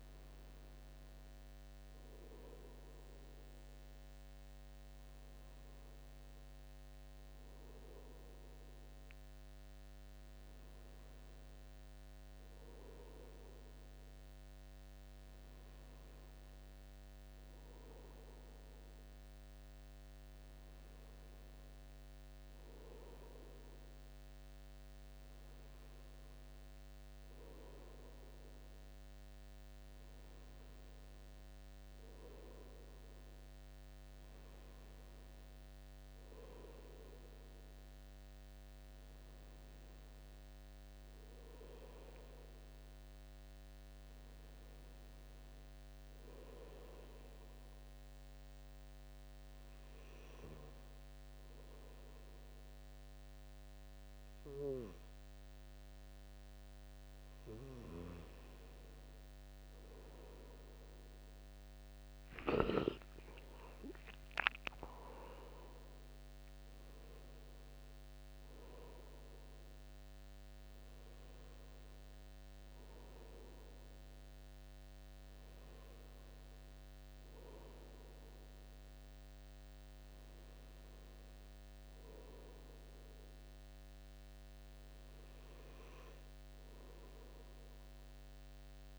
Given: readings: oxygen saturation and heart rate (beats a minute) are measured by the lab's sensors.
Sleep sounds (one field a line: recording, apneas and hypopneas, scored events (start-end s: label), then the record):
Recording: breathing in sleep by a microphone on the trachea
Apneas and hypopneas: none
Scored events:
64.00-67.50 s: arousal
68.00-88.99 s: oxygen desaturation (device-marked, oxygen 97% before, 94% lowest, heart rate 76 before, 72 extreme)
From the record:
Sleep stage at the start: N2 (light sleep)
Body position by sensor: on the front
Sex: male